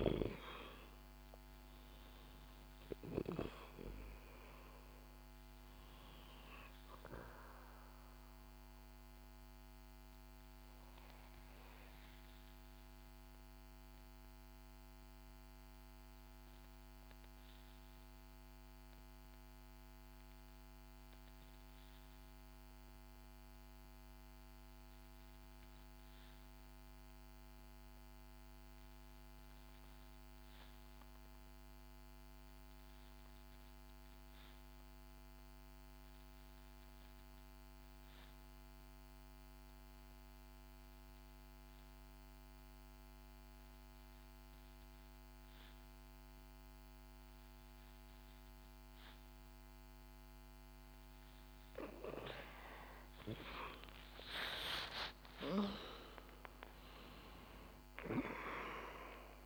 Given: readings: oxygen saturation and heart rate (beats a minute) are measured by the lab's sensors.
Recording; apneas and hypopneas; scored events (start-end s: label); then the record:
breathing in sleep by a microphone on the trachea; 1
0.00-25.00 s: oxygen desaturation (device-marked, oxygen 84% lowest, heart rate 59 extreme)
8.50-50.50 s: obstructive apnea (oxygen 97% before, 82% lowest, heart rate 68 before, 59 extreme, up 8 after)
39.00-59.46 s: oxygen desaturation (device-marked, oxygen 97% before, 82% lowest, heart rate 63 before, 61 extreme)
53.00-58.50 s: arousal
From the record:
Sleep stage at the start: N2 (light sleep); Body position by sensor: on the back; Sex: female